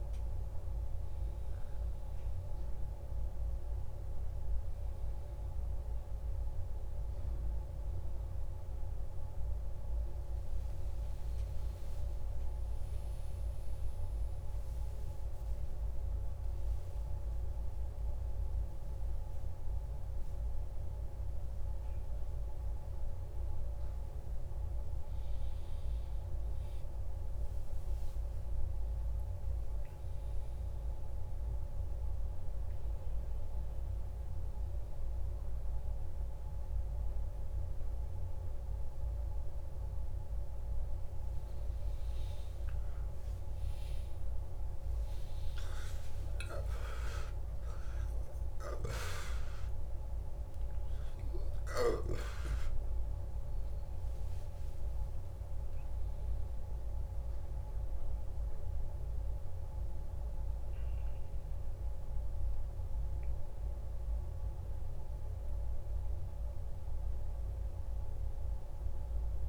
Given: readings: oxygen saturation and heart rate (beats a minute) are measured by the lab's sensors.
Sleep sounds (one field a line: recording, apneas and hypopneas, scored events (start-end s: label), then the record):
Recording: a person awake in a sleep study, hard to hear, by a room microphone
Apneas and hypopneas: none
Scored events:
none scored
From the record:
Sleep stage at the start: awake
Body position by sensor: on the back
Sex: male